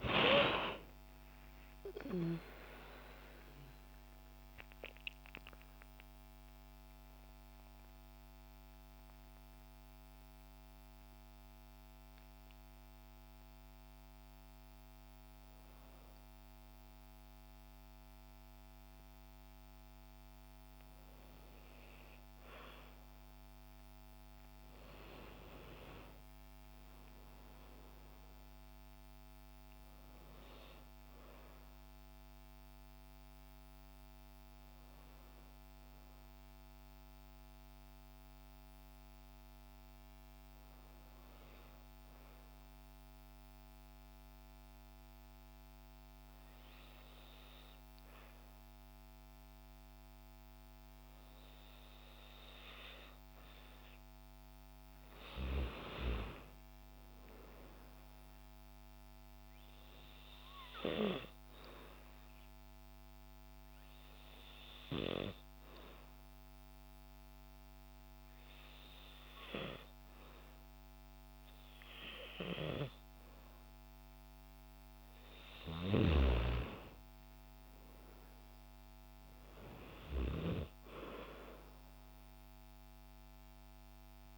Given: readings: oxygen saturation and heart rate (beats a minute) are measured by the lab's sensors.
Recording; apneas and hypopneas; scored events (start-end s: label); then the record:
breathing in sleep by a microphone on the trachea; 2
26.50-30.50 s: arousal
41.50-53.50 s: hypopnea (oxygen 97% before, 92% lowest, heart rate 68 before, 52 extreme, up 39 after)
55.00-57.50 s: arousal
57.00-82.00 s: oxygen desaturation (device-marked, oxygen 97% before, 92% lowest, heart rate 61 before, 52 extreme)
60.00-73.50 s: hypopnea (oxygen 97% before, 91% lowest, heart rate 64 before, 52 extreme, up 35 after)
75.50-78.50 s: arousal
From the record:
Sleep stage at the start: N2 (light sleep); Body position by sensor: on the back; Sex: female